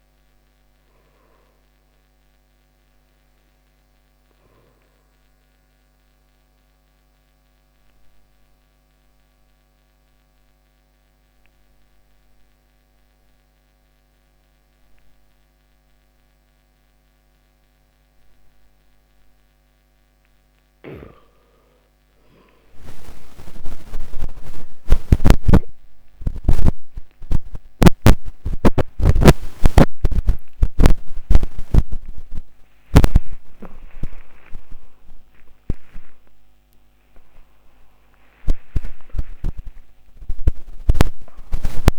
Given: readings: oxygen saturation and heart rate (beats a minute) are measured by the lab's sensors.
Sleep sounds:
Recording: a person partly awake in a sleep study, by a microphone on the trachea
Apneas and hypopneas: 1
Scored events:
6.50-21.50 s: obstructive apnea (oxygen 98% before, 92% lowest, heart rate 57 before, 57 extreme)
25.50-41.99 s: new sleep stage, awake
From the record:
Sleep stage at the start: N2 (light sleep)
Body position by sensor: on the back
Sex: male

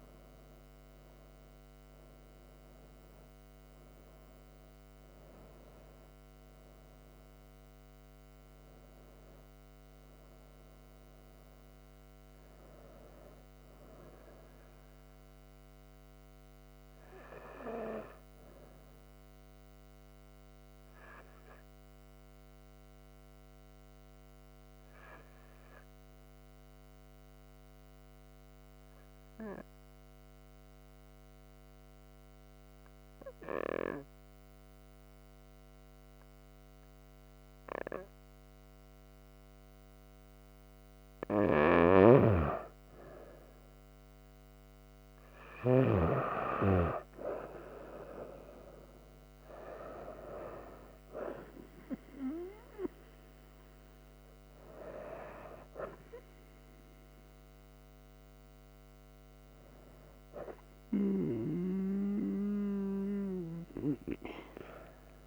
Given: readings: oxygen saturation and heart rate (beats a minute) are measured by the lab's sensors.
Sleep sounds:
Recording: breathing in sleep by a microphone on the trachea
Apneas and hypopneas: 1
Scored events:
0.00-21.00 s: oxygen desaturation (device-marked, oxygen 90% lowest)
27.50-41.50 s: mixed apnea (oxygen 98% before, 93% lowest)
46.00-50.50 s: arousal
46.00-63.00 s: oxygen desaturation (device-marked, oxygen 97% before, 93% lowest)
From the record:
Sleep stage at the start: N2 (light sleep)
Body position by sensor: on the right side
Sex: female

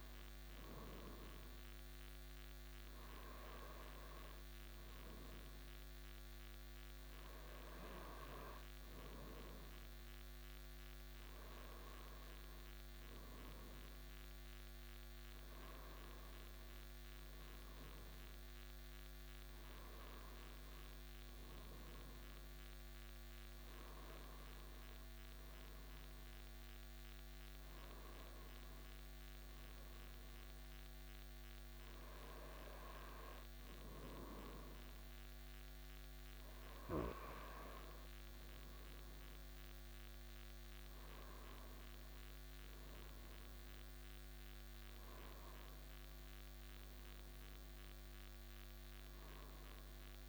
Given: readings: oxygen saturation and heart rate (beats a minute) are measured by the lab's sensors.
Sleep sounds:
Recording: breathing in sleep by a microphone on the trachea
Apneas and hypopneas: none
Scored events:
none scored
From the record:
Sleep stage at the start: N2 (light sleep)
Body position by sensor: on the right side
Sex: male

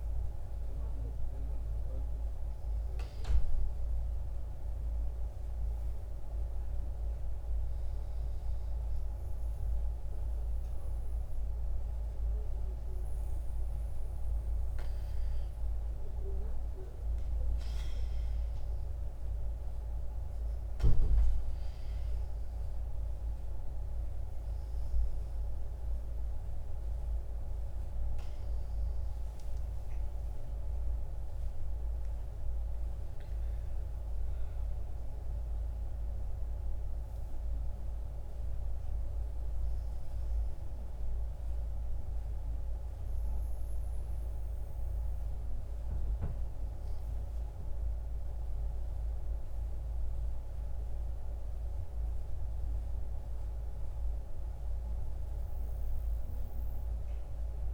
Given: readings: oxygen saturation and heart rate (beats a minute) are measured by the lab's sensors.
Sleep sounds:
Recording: breathing in sleep, hard to hear, by a room microphone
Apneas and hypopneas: none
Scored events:
32.00-36.50 s: arousal
From the record:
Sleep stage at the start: N2 (light sleep)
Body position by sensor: on the back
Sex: female

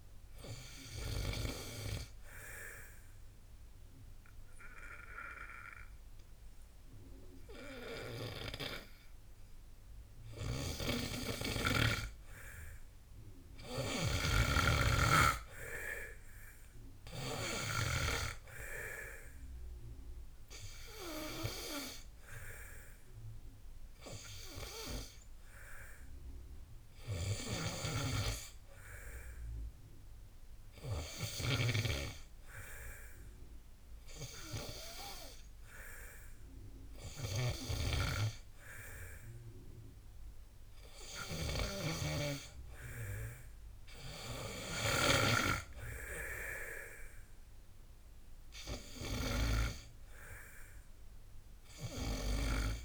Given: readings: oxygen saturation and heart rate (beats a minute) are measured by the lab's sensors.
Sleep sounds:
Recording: breathing in sleep by a room microphone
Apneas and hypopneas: 1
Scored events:
2.00-12.00 s: obstructive apnea (oxygen 92% before, 84% lowest, heart rate 60 before, 58 extreme, up 10 after)
15.00-18.00 s: arousal
24.50-38.50 s: oxygen desaturation (device-marked, oxygen 91% before, 84% lowest, heart rate 64 before, 55 extreme)
From the record:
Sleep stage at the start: N2 (light sleep)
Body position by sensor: on the back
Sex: male

